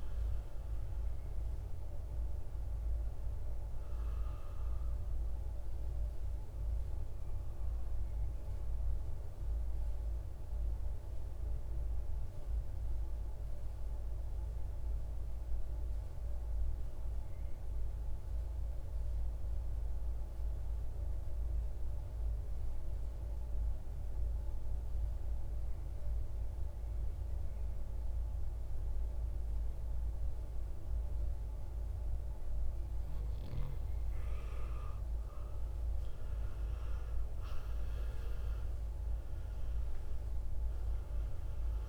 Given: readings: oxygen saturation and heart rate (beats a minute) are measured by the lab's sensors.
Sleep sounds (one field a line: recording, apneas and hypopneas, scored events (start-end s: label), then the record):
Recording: breathing in sleep, hard to hear, by a room microphone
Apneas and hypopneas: 1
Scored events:
0.00-14.00 s: oxygen desaturation (device-marked, oxygen 91% lowest, heart rate 52 extreme)
12.50-32.00 s: obstructive apnea (oxygen 98% before, 91% lowest, heart rate 65 before, 52 extreme, up 11 after)
34.00-39.50 s: arousal
36.00-41.89 s: oxygen desaturation (device-marked, oxygen 98% before, 91% lowest, heart rate 58 before, 52 extreme)
From the record:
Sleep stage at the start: N2 (light sleep)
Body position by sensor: on the right side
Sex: male